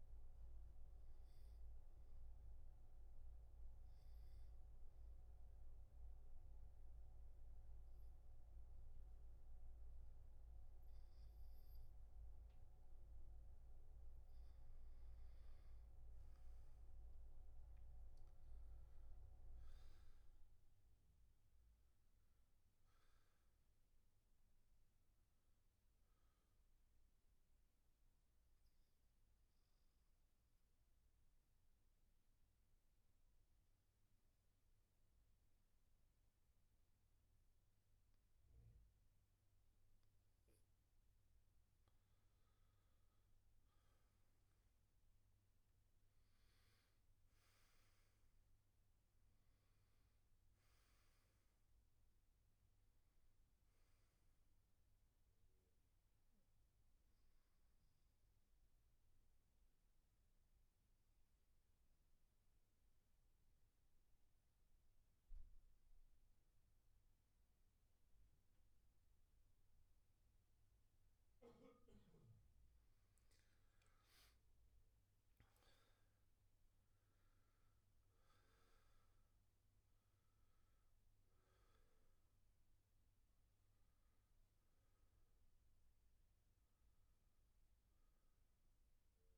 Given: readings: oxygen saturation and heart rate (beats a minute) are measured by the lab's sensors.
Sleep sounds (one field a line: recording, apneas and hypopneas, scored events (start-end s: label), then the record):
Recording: breathing in sleep, hard to hear, by a room microphone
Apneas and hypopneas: 3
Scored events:
0.00-9.00 s: oxygen desaturation (device-marked, oxygen 88% lowest, heart rate 68 extreme)
2.00-12.00 s: obstructive apnea (oxygen 99% before, 89% lowest, heart rate 67 before, 65 extreme, up 7 after)
14.50-18.50 s: arousal
24.00-35.00 s: oxygen desaturation (device-marked, oxygen 96% before, 92% lowest, heart rate 72 before, 64 extreme)
26.50-40.00 s: obstructive apnea (oxygen 97% before, 87% lowest, heart rate 73 before, 64 extreme, up 11 after)
44.50-48.50 s: arousal
47.00-60.00 s: oxygen desaturation (device-marked, oxygen 98% before, 90% lowest, heart rate 68 before, 65 extreme)
55.00-70.00 s: obstructive apnea (oxygen 98% before, 87% lowest, heart rate 70 before, 65 extreme, up 10 after)
72.00-75.50 s: arousal
74.00-89.38 s: oxygen desaturation (device-marked, oxygen 97% before, 87% lowest, heart rate 68 before, 61 extreme)
From the record:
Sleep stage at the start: N2 (light sleep)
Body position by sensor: on the back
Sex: male